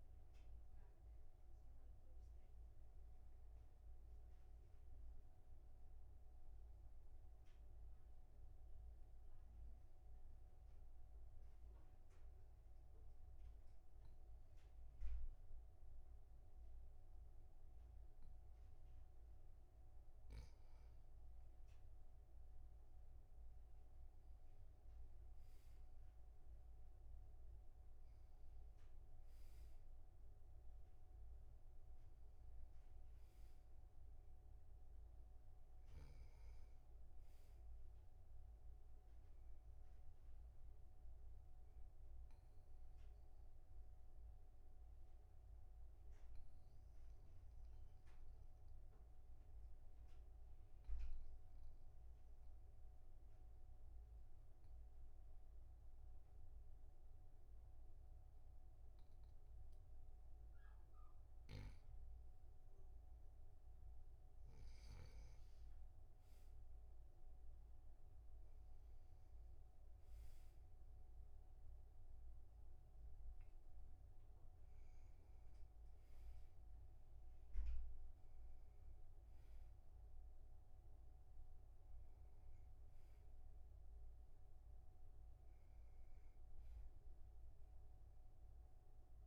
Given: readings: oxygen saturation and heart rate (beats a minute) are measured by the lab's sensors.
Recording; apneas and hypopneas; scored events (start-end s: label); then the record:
breathing in sleep, hard to hear, by a room microphone; 2
2.00-19.00 s: obstructive apnea (oxygen 98% before, 96% lowest, heart rate 51 before, 46 extreme, up 1 after)
22.00-25.50 s: arousal
40.00-61.50 s: obstructive apnea (oxygen 99% before, 95% lowest, heart rate 51 before, 46 extreme, up 4 after)
67.50-71.50 s: arousal
From the record:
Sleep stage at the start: N2 (light sleep); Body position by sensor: on the back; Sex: male